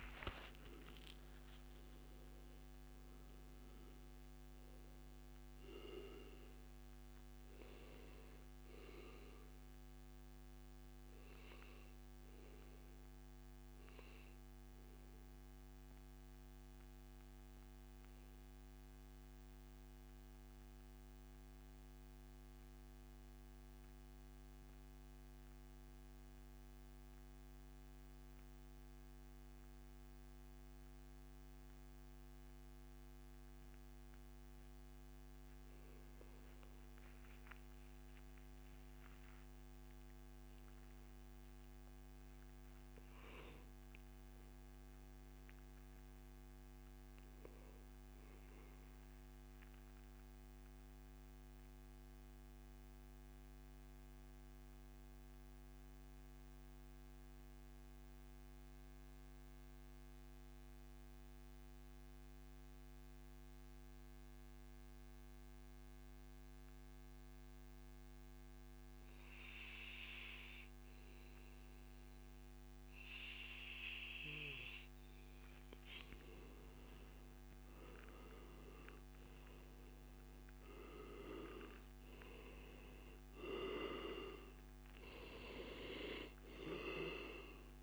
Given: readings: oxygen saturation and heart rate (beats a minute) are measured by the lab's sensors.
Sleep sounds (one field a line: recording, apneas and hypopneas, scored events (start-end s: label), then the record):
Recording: breathing in sleep by a microphone on the trachea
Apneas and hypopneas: 2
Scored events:
0.00-4.00 s: oxygen desaturation (device-marked, oxygen 92% lowest, heart rate 106 extreme)
13.50-35.00 s: central apnea (oxygen 97% before, 92% lowest, heart rate 140 before, 83 extreme, up 9 after)
19.50-21.50 s: long interval between heartbeats (device-marked, heart rate 142 before, 135 extreme)
22.00-24.00 s: long interval between heartbeats (device-marked, heart rate 141 before, 116 extreme)
25.00-27.00 s: long interval between heartbeats (device-marked, heart rate 137 before, 106 extreme)
31.50-33.50 s: long interval between heartbeats (device-marked, heart rate 126 before, 98 extreme)
37.50-42.00 s: arousal
42.00-44.00 s: long interval between heartbeats (device-marked, heart rate 105 before, 104 extreme)
46.50-48.50 s: long interval between heartbeats (device-marked, heart rate 104 before, 114 extreme)
48.50-73.50 s: mixed apnea (oxygen 99% before, 91% lowest, heart rate 105 before, 82 extreme, up 58 after)
55.50-57.50 s: long interval between heartbeats (device-marked, heart rate 104 before, 83 extreme)
58.50-60.50 s: long interval between heartbeats (device-marked, heart rate 101 before, 91 extreme)
75.00-87.83 s: oxygen desaturation (device-marked, oxygen 97% before, 91% lowest, heart rate 87 before, 90 extreme)
76.00-80.00 s: arousal
From the record:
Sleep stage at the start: N2 (light sleep)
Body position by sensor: on the back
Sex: male